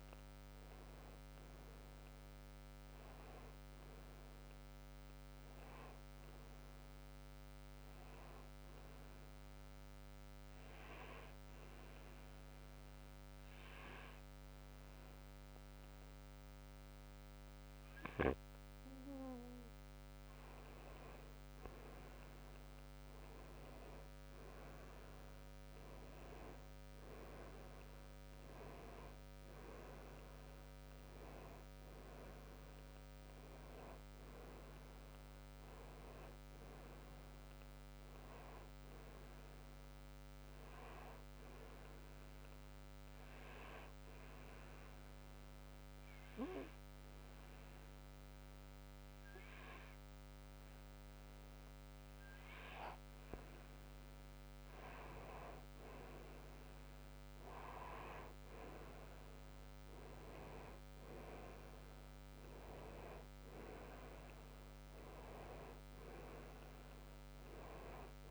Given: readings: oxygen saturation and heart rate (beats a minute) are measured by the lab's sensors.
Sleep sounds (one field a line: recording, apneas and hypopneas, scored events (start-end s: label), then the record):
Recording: breathing in sleep by a microphone on the trachea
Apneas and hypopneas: 2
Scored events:
0.00-14.50 s: oxygen desaturation (device-marked, oxygen 90% lowest, heart rate 61 extreme)
9.00-20.00 s: obstructive apnea (oxygen 94% before, 90% lowest, heart rate 67 before, 61 extreme, up 4 after)
22.50-27.00 s: arousal
32.50-52.50 s: oxygen desaturation (device-marked, oxygen 95% before, 90% lowest, heart rate 63 before, 61 extreme)
42.00-53.00 s: obstructive apnea (oxygen 95% before, 90% lowest, heart rate 65 before, 61 extreme, up 3 after)
56.50-61.00 s: arousal
From the record:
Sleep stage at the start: N2 (light sleep)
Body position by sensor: on the right side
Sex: male